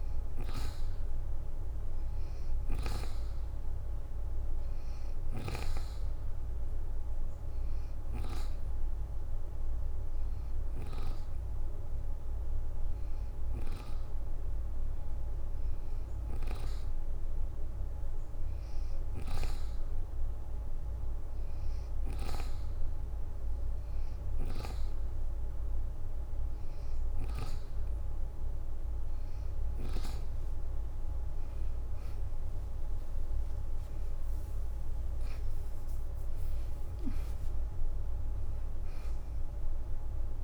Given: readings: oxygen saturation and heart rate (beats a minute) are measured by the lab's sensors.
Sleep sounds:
breathing in sleep by a room microphone; none
10.50-11.50 s: leg movement (device-marked)
26.00-34.00 s: oxygen desaturation (device-marked, oxygen 92% before, 88% lowest, heart rate 50 before, 44 extreme)
31.50-35.50 s: arousal
33.50-34.50 s: leg movement (device-marked)
From the record:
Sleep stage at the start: N2 (light sleep); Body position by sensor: on the back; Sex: female

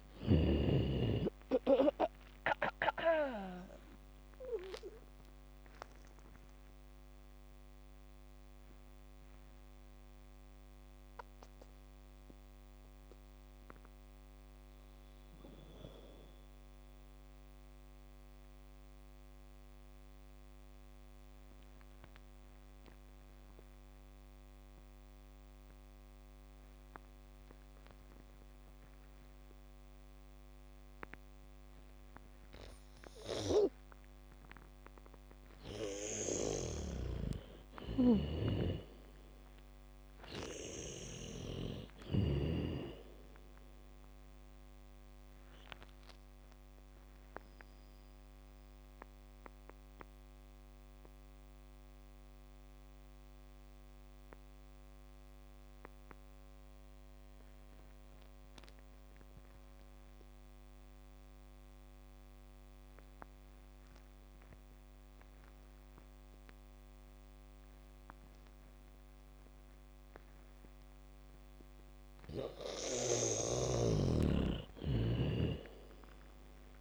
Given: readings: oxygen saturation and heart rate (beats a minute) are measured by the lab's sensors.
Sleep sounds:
breathing in sleep by a microphone on the trachea; 2
0.00-1.00 s: snoring (device-marked)
0.00-3.00 s: arousal
0.00-5.00 s: bradycardia (device-marked, heart rate 28 extreme)
0.00-27.00 s: oxygen desaturation (device-marked, oxygen 78% lowest, heart rate 28 extreme)
7.00-32.50 s: obstructive apnea (oxygen 98% before, 78% lowest, heart rate 46 before, 35 extreme)
31.00-44.00 s: bradycardia (device-marked, heart rate 64 before, 35 extreme)
34.50-37.50 s: arousal
36.50-41.00 s: snoring (device-marked)
39.00-60.00 s: oxygen desaturation (device-marked, oxygen 98% before, 83% lowest, heart rate 68 before, 29 extreme)
47.00-70.50 s: mixed apnea (oxygen 98% before, 80% lowest, heart rate 57 before, 29 extreme)
68.00-76.81 s: bradycardia (device-marked, heart rate 65 before, 40 extreme)
72.00-76.81 s: oxygen desaturation (device-marked, oxygen 99% before, 80% lowest, heart rate 73 before, 29 extreme)
73.00-76.81 s: snoring (device-marked)
74.00-76.81 s: arousal
From the record:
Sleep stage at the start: N2 (light sleep); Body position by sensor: on the back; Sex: female

